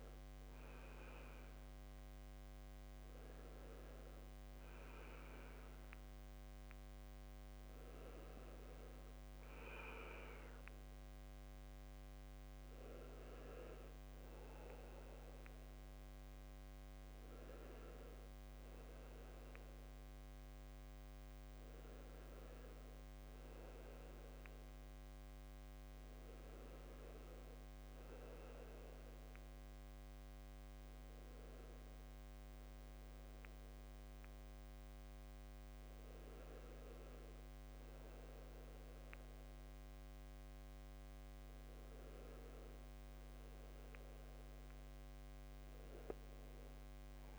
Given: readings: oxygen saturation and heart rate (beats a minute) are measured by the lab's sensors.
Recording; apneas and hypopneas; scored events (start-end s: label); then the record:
breathing in sleep, hard to hear, by a microphone on the trachea; none
none scored
From the record:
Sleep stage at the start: N1 (lightest sleep); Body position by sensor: on the back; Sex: male